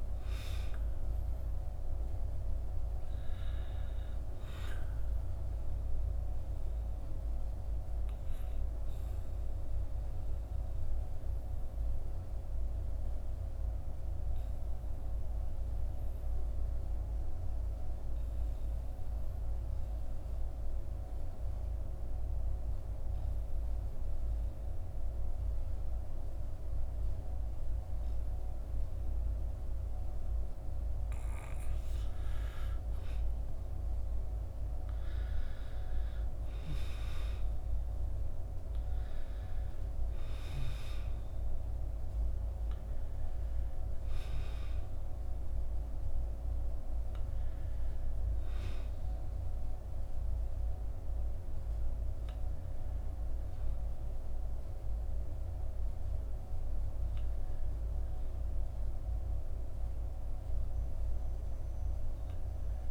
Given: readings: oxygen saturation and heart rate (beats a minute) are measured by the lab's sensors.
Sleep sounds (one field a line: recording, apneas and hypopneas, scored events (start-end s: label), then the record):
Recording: breathing in sleep, hard to hear, by a room microphone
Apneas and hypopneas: 1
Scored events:
6.50-31.50 s: obstructive apnea (oxygen 97% before, 91% lowest, heart rate 54 before, 46 extreme, up 12 after)
12.00-26.00 s: oxygen desaturation (device-marked, oxygen 95% before, 92% lowest, heart rate 54 before, 46 extreme)
33.50-37.50 s: arousal
37.00-62.90 s: oxygen desaturation (device-marked, oxygen 97% before, 91% lowest, heart rate 50 before, 48 extreme)
From the record:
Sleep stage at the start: N2 (light sleep)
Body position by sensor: on the back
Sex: male